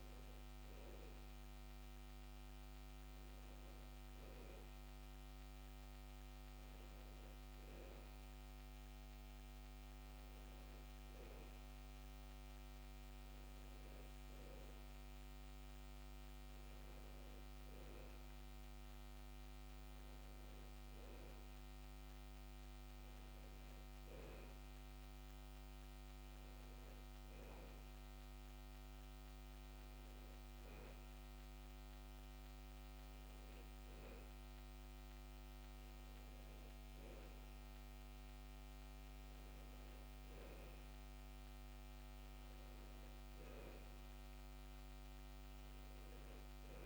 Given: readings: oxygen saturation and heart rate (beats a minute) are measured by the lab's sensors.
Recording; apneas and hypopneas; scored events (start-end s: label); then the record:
a person awake in a sleep study, hard to hear, by a microphone on the trachea; none
none scored
From the record:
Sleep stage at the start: awake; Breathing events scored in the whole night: 164 in 3.0 hours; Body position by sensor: on the back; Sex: male